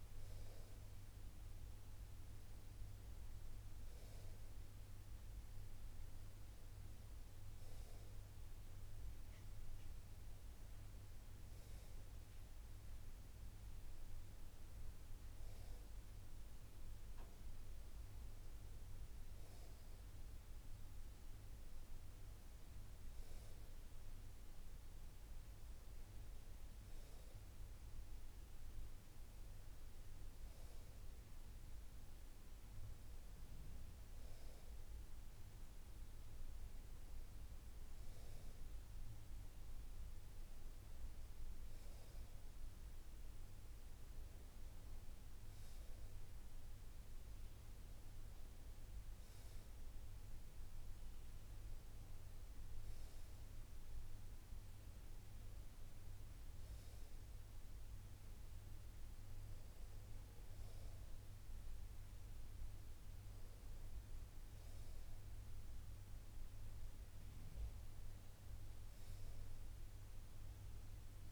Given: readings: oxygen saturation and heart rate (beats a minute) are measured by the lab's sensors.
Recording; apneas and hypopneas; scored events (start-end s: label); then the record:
breathing in sleep, hard to hear, by a room microphone; none
none scored
From the record:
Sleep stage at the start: N2 (light sleep); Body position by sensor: on the right side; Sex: male